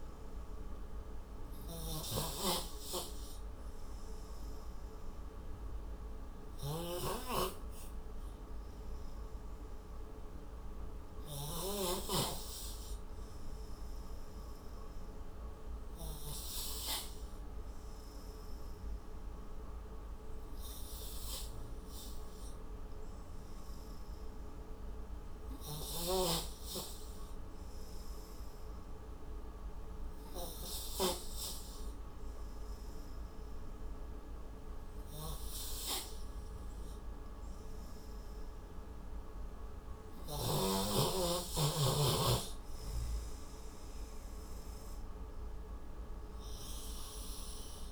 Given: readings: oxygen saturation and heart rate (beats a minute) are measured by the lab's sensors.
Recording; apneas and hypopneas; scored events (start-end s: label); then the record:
breathing in sleep by a room microphone; none
0.00-12.00 s: snoring (device-marked)
From the record:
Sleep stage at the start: N3 (deep sleep); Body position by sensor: on the right side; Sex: male